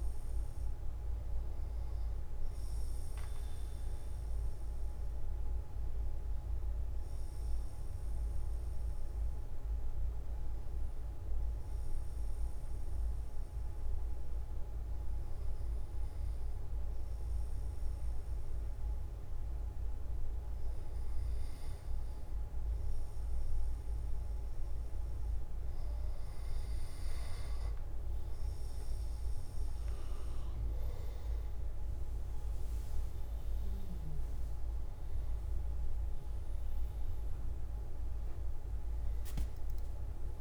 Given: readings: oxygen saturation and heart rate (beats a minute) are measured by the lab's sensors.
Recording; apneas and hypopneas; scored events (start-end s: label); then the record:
breathing in sleep, hard to hear, by a room microphone; 1
4.00-23.00 s: obstructive apnea (oxygen 97% before, 96% lowest, heart rate 94 before, 25 extreme)
From the record:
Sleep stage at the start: N1 (lightest sleep); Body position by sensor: on the back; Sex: male